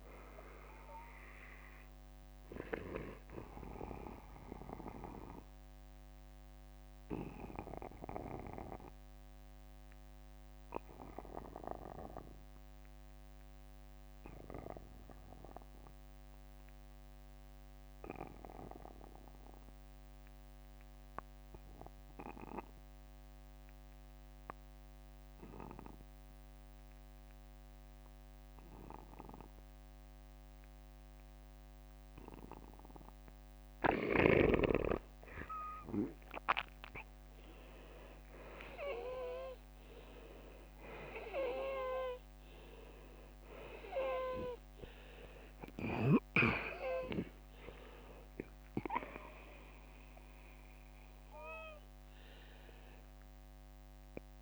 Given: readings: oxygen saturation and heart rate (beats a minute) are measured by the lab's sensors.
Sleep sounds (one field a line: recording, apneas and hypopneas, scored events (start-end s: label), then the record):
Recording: breathing in sleep by a microphone on the trachea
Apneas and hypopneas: 1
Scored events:
1.00-3.00 s: long interval between heartbeats (device-marked, heart rate 59 before, 57 extreme)
6.00-20.00 s: oxygen desaturation (device-marked, oxygen 94% before, 89% lowest, heart rate 59 before, 50 extreme)
6.00-32.00 s: obstructive apnea (oxygen 95% before, 83% lowest, heart rate 59 before, 50 extreme, up 11 after)
38.00-44.00 s: arousal
50.50-52.50 s: long interval between heartbeats (device-marked, heart rate 61 before, 74 extreme)
From the record:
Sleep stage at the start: N2 (light sleep)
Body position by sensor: on the back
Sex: male